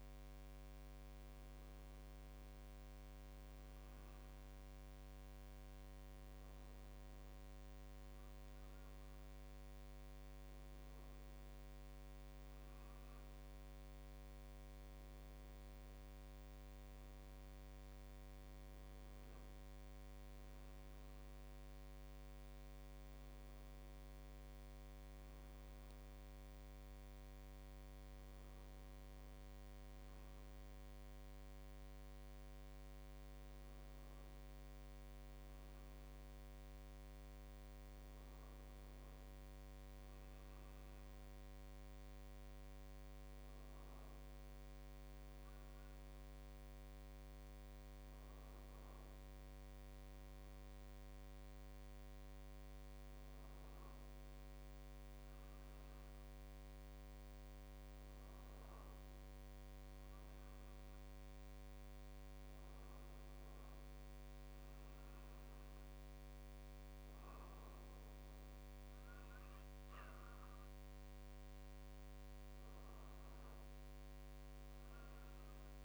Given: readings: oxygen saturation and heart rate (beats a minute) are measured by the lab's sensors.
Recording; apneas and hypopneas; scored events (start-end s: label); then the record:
breathing in sleep, hard to hear, by a microphone on the trachea; none
none scored
From the record:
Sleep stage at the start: N1 (lightest sleep); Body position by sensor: on the right side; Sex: male